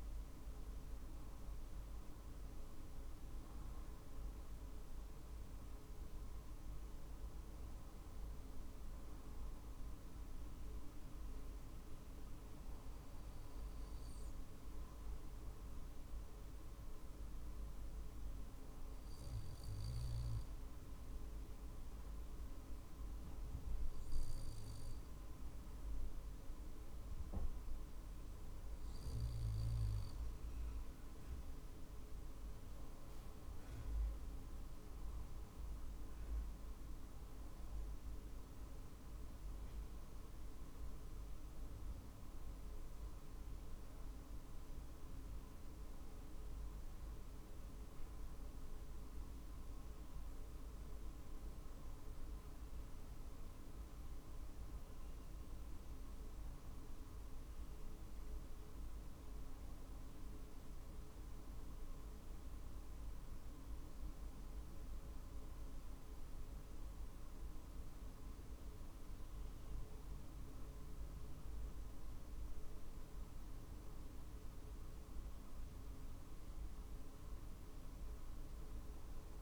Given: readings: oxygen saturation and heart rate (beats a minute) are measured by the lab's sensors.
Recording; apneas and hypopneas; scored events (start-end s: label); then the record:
breathing in sleep, hard to hear, by a room microphone; 1
15.00-30.00 s: obstructive apnea (oxygen 97% before, 93% lowest, heart rate 48 before, 47 extreme, up 3 after)
21.50-34.50 s: oxygen desaturation (device-marked, oxygen 97% before, 93% lowest, heart rate 47 before, 48 extreme)
33.50-37.50 s: arousal
35.50-46.50 s: drop in pulse transit time (device-marked, heart rate 48 before, 49 extreme)
72.00-76.00 s: arousal
From the record:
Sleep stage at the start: N2 (light sleep); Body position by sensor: on the back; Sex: male